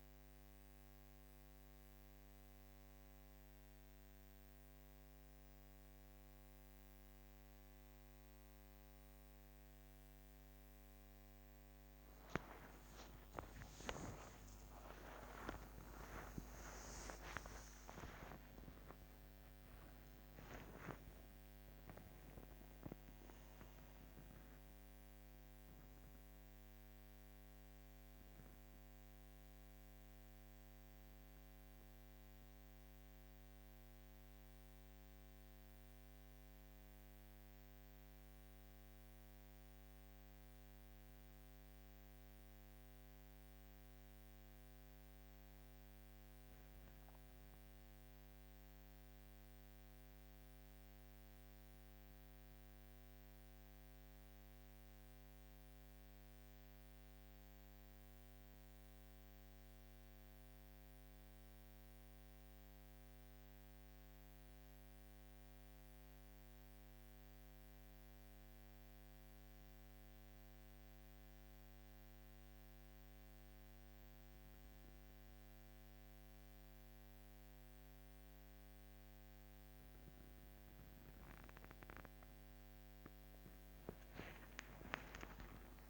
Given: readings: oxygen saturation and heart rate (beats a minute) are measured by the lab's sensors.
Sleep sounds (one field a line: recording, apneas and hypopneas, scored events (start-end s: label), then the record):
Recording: a person partly awake in a sleep study, by a microphone on the trachea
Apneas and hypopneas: none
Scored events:
17.50-77.50 s: new sleep stage, N1 (lightest sleep)
77.50-85.90 s: new sleep stage, awake
From the record:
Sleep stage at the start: awake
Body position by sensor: on the back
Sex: female